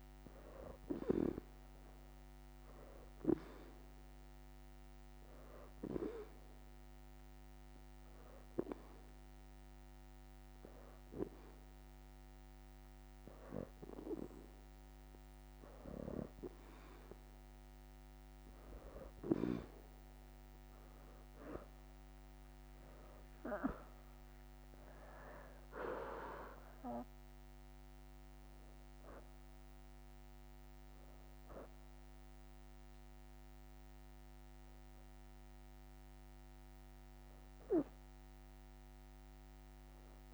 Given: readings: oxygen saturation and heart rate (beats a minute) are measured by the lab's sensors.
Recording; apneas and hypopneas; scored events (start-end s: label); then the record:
breathing in sleep by a microphone on the trachea; 1
0.00-2.50 s: leg movement (device-marked)
0.00-6.50 s: oxygen desaturation (device-marked, oxygen 87% lowest, heart rate 82 extreme)
8.00-13.00 s: leg movement (device-marked)
8.00-18.50 s: hypopnea (oxygen 92% before, 85% lowest, heart rate 84 before, 80 extreme, up 9 after)
16.50-20.50 s: leg movement (device-marked)
20.50-22.00 s: leg movement (device-marked)
21.50-25.50 s: arousal
22.50-40.34 s: oxygen desaturation (device-marked, oxygen 91% before, 86% lowest, heart rate 84 before, 80 extreme)
23.00-24.50 s: leg movement (device-marked)
31.00-38.00 s: leg movement (device-marked)
38.50-40.34 s: leg movement (device-marked)
From the record:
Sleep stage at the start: N2 (light sleep); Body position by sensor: on the back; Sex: female